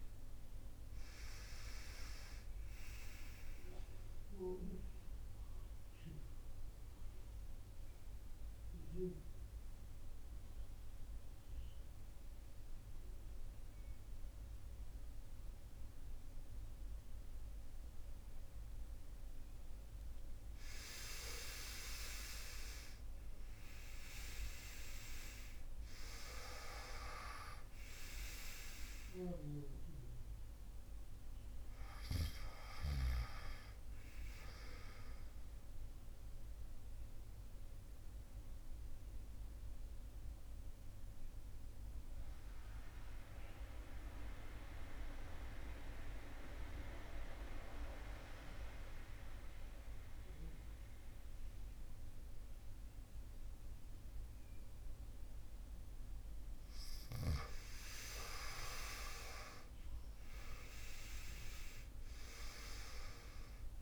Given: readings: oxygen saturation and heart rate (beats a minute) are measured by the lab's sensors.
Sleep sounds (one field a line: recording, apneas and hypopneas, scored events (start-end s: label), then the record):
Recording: breathing in sleep by a room microphone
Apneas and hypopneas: 2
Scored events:
2.50-18.50 s: central apnea (oxygen 89% before, 69% lowest)
2.50-21.50 s: oxygen desaturation (device-marked, oxygen 89% before, 69% lowest)
21.00-25.50 s: arousal
31.50-47.50 s: oxygen desaturation (device-marked, oxygen 98% before, 85% lowest)
35.50-54.50 s: central apnea (oxygen 98% before, 83% lowest)
57.50-62.50 s: arousal
61.50-63.82 s: oxygen desaturation (device-marked, oxygen 99% before, 83% lowest)
From the record:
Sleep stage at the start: N2 (light sleep)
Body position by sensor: on the back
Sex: male